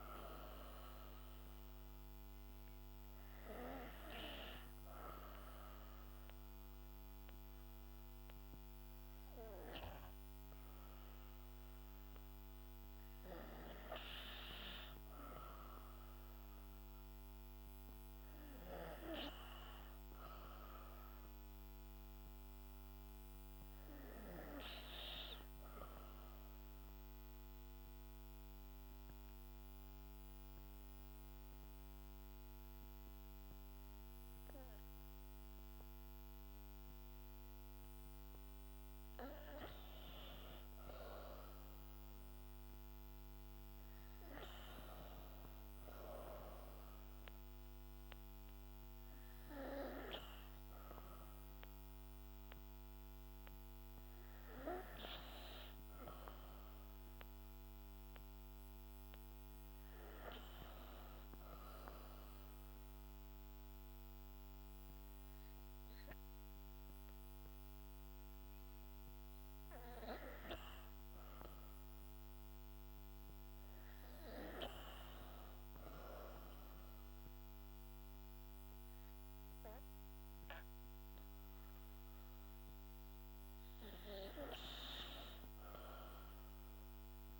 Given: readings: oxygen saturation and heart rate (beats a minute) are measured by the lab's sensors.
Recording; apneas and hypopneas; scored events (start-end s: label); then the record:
breathing in sleep by a microphone on the trachea; 3
0.00-9.50 s: oxygen desaturation (device-marked, oxygen 79% lowest, heart rate 60 extreme)
1.50-13.00 s: hypopnea (oxygen 96% before, 79% lowest, heart rate 70 before, 58 extreme, up 5 after)
15.00-19.00 s: arousal
27.00-39.50 s: obstructive apnea (oxygen 99% before, 86% lowest, heart rate 64 before, 58 extreme, up 8 after)
35.50-62.50 s: oxygen desaturation (device-marked, oxygen 96% before, 86% lowest, heart rate 64 before, 61 extreme)
41.00-44.00 s: arousal
62.00-74.00 s: obstructive apnea (oxygen 96% before, 91% lowest, heart rate 65 before, 64 extreme, up 6 after)
75.50-78.50 s: arousal
83.50-87.40 s: oxygen desaturation (device-marked, oxygen 96% before, 92% lowest, heart rate 67 before, 60 extreme)
From the record:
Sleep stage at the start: N2 (light sleep); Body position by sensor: on the back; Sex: female